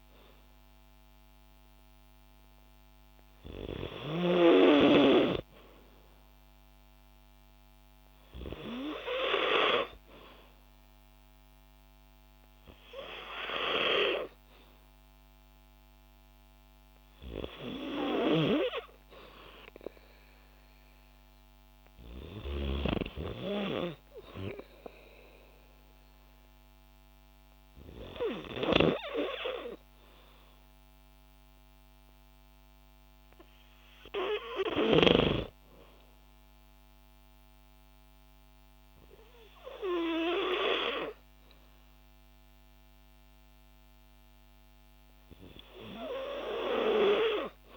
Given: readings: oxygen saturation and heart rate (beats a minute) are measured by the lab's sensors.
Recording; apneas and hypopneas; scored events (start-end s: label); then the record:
breathing in sleep by a microphone on the trachea; none
0.00-7.00 s: oxygen desaturation (device-marked, oxygen 92% lowest, heart rate 55 extreme)
From the record:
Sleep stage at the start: N2 (light sleep); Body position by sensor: on the back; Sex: female